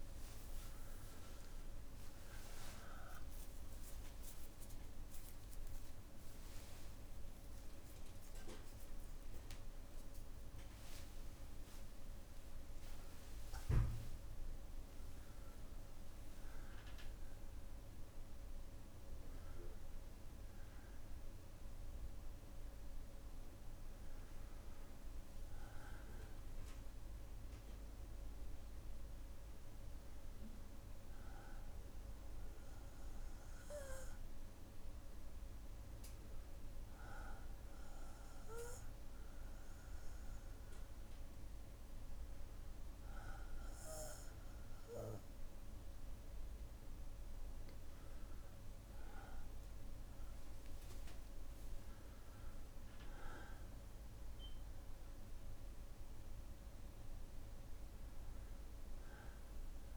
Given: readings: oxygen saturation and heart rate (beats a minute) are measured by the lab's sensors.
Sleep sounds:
a person awake in a sleep study, by a room microphone; none
0.00-9.00 s: tachycardia (device-marked, heart rate 176 extreme)
1.00-3.00 s: long interval between heartbeats (device-marked, heart rate 87 before, 108 extreme)
2.00-11.00 s: oxygen desaturation (device-marked, oxygen 96% before, 93% lowest, heart rate 90 before, 60 extreme)
4.00-6.00 s: long interval between heartbeats (device-marked, heart rate 98 before, 155 extreme)
7.00-9.00 s: long interval between heartbeats (device-marked, heart rate 113 before, 167 extreme)
12.50-14.50 s: long interval between heartbeats (device-marked, heart rate 127 before, 70 extreme)
25.00-27.00 s: long interval between heartbeats (device-marked, heart rate 99 before, 72 extreme)
35.00-59.97 s: new sleep stage, N1 (lightest sleep)
58.00-59.97 s: bradycardia (device-marked, heart rate 63 before, 58 extreme)
From the record:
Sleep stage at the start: awake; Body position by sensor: on the back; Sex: male

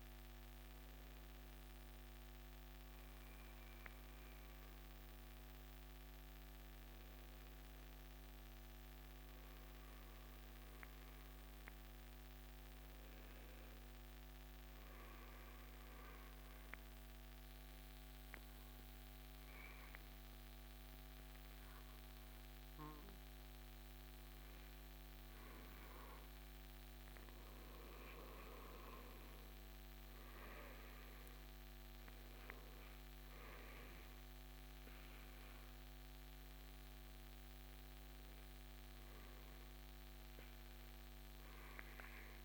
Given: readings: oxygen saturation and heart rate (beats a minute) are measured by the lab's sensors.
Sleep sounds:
breathing in sleep, hard to hear, by a microphone on the trachea; 1
14.50-26.50 s: hypopnea (oxygen 95% before, 92% lowest, heart rate 72 before, 65 extreme, up 1 after)
29.00-32.50 s: arousal
39.50-42.45 s: oxygen desaturation (device-marked, oxygen 96% before, 92% lowest, heart rate 67 before, 65 extreme)
From the record:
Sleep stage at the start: N2 (light sleep); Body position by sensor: on the right side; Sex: male

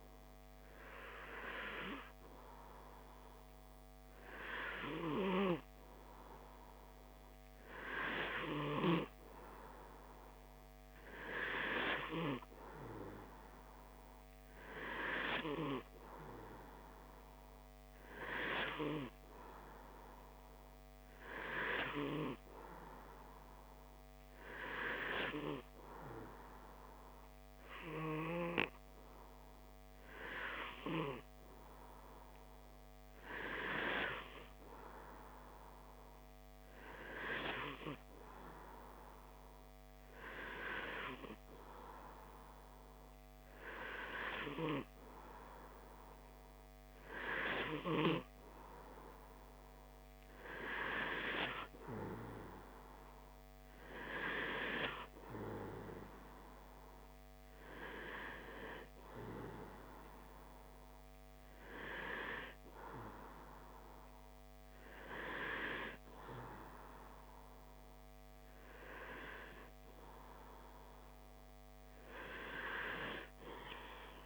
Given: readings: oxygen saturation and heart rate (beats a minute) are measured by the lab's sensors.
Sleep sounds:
breathing in sleep by a microphone on the trachea; none
none scored
From the record:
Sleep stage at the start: N2 (light sleep); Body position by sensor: on the back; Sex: male

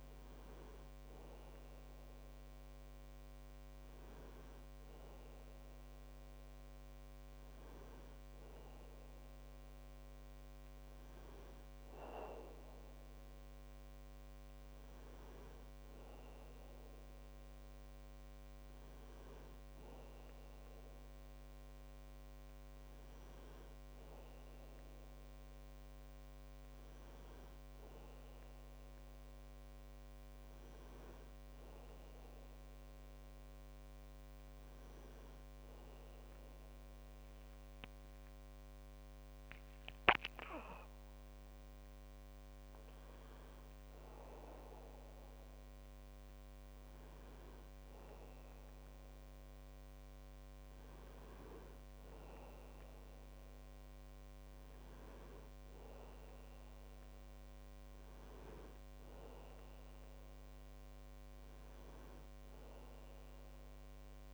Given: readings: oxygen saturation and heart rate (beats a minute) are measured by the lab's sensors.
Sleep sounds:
breathing in sleep, hard to hear, by a microphone on the trachea; none
36.50-40.50 s: arousal
From the record:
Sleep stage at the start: N1 (lightest sleep); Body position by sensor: on the back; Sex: male

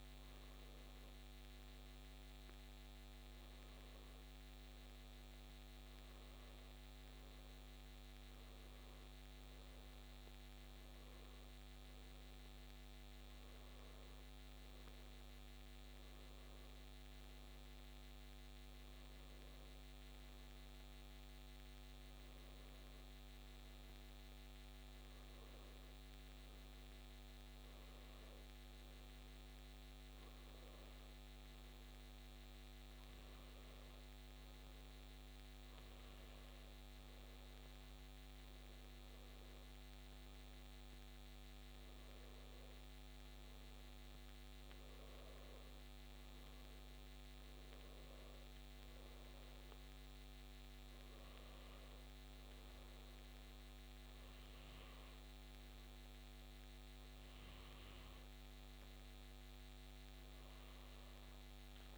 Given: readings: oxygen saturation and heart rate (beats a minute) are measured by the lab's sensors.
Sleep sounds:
a person awake in a sleep study, hard to hear, by a microphone on the trachea; none
none scored
From the record:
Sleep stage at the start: awake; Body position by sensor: on the back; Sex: male

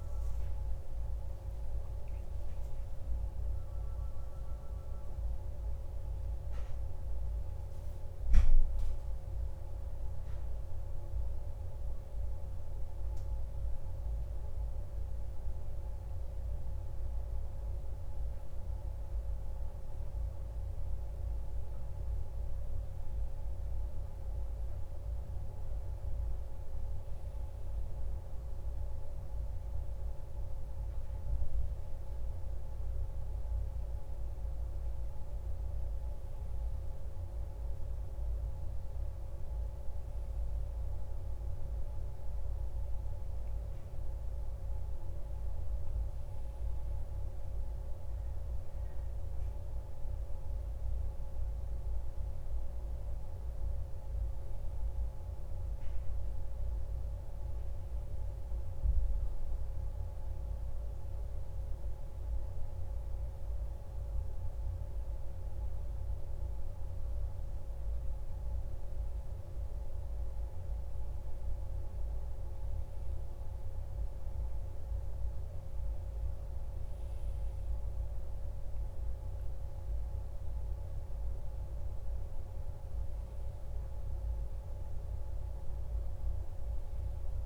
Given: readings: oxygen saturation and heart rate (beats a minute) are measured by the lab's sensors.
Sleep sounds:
a person partly awake in a sleep study, hard to hear, by a room microphone; none
36.50-87.46 s: new sleep stage, N1 (lightest sleep)
77.50-81.00 s: arousal
From the record:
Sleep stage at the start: awake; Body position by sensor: on the back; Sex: male

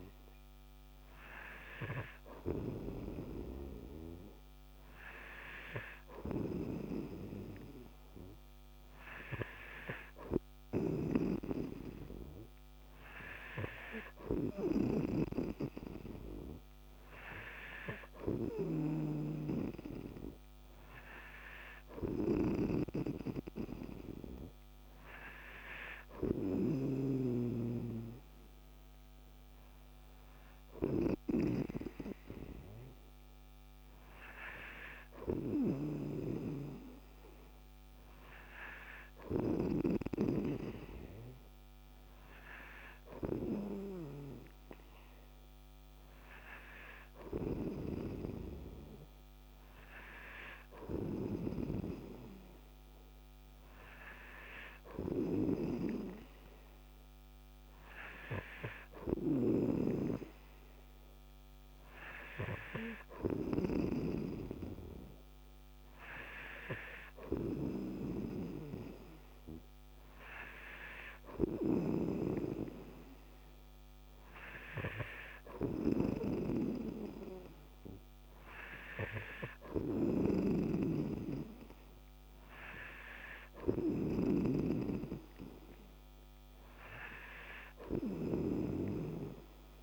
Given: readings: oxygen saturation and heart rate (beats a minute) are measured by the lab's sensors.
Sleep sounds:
breathing in sleep by a microphone on the trachea; none
6.50-32.00 s: snoring (device-marked)
51.50-89.83 s: snoring (device-marked)
From the record:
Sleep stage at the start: N3 (deep sleep); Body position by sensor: on the right side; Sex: male

